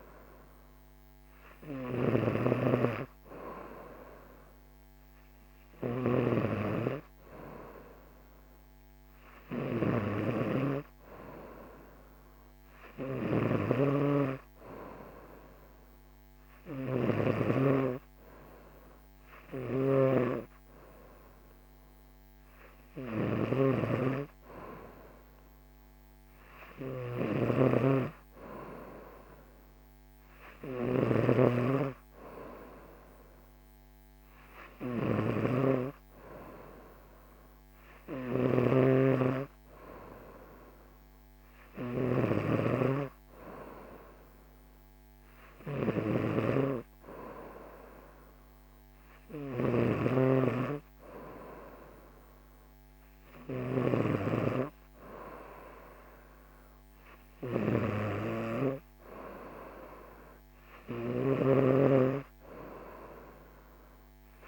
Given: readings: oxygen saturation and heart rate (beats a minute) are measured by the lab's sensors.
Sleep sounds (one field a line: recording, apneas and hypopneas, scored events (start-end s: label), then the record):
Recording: breathing in sleep by a microphone on the trachea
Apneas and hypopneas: none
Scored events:
0.00-64.48 s: snoring (device-marked)
From the record:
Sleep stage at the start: N3 (deep sleep)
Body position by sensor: on the right side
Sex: female